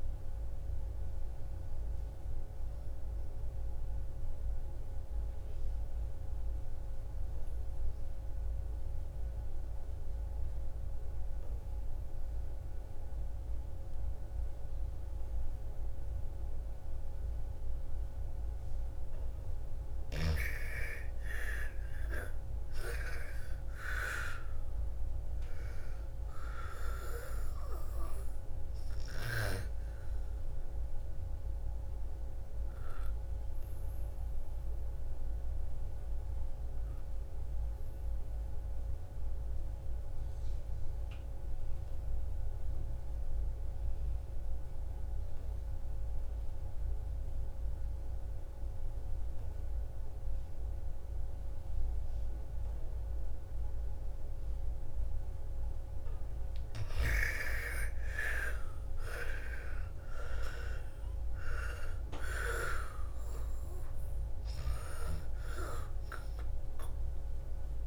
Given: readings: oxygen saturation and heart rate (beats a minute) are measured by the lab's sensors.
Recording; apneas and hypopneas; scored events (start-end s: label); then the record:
breathing in sleep by a room microphone; 2
0.00-1.00 s: oxygen desaturation (device-marked, oxygen 80% lowest, heart rate 57 extreme)
3.50-19.00 s: mixed apnea (oxygen 99% before, 79% lowest, heart rate 69 before, 56 extreme, up 13 after)
19.00-39.00 s: oxygen desaturation (device-marked, oxygen 98% before, 84% lowest, heart rate 59 before, 56 extreme)
20.50-24.50 s: arousal
31.00-54.50 s: obstructive apnea (oxygen 99% before, 79% lowest, heart rate 64 before, 56 extreme, up 15 after)
54.00-67.87 s: oxygen desaturation (device-marked, oxygen 98% before, 79% lowest, heart rate 57 before, 56 extreme)
57.50-61.50 s: arousal
From the record:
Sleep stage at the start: N2 (light sleep); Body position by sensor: on the back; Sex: female